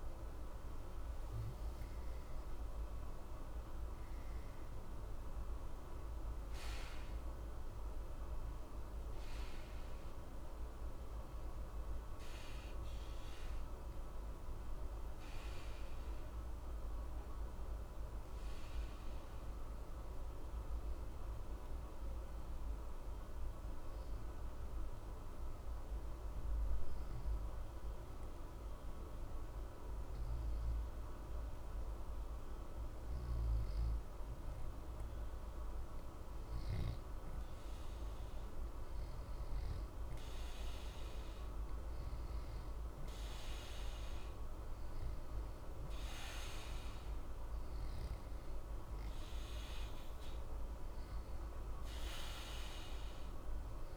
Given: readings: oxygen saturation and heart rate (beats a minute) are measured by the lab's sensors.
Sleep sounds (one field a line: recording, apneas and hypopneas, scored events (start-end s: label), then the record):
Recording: breathing in sleep, hard to hear, by a room microphone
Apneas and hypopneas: 1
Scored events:
0.00-8.00 s: oxygen desaturation (device-marked, oxygen 89% lowest, heart rate 60 extreme)
9.00-12.50 s: arousal
15.50-34.00 s: obstructive apnea (oxygen 92% before, 88% lowest, heart rate 60 before, 60 extreme, up 0 after)
36.50-41.00 s: arousal
49.00-53.97 s: oxygen desaturation (device-marked, oxygen 91% before, 88% lowest, heart rate 60 before, 60 extreme)
From the record:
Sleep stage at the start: N2 (light sleep)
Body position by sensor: on the back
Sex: male